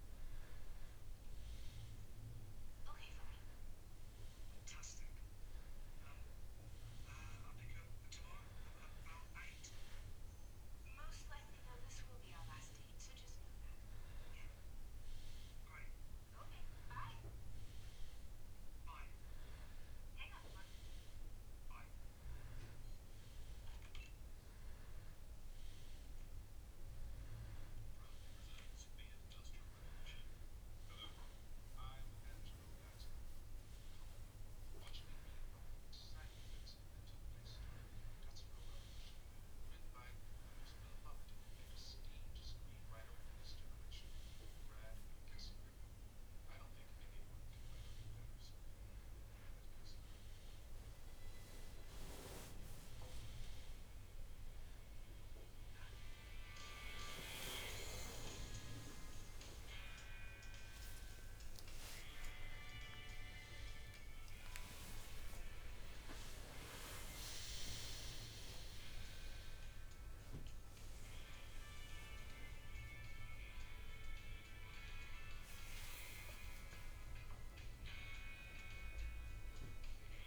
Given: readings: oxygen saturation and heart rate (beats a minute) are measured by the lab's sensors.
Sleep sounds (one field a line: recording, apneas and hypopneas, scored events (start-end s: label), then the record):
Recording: breathing in sleep by a room microphone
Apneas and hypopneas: none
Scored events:
58.50-62.00 s: arousal
From the record:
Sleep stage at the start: N2 (light sleep)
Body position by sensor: on the back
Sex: male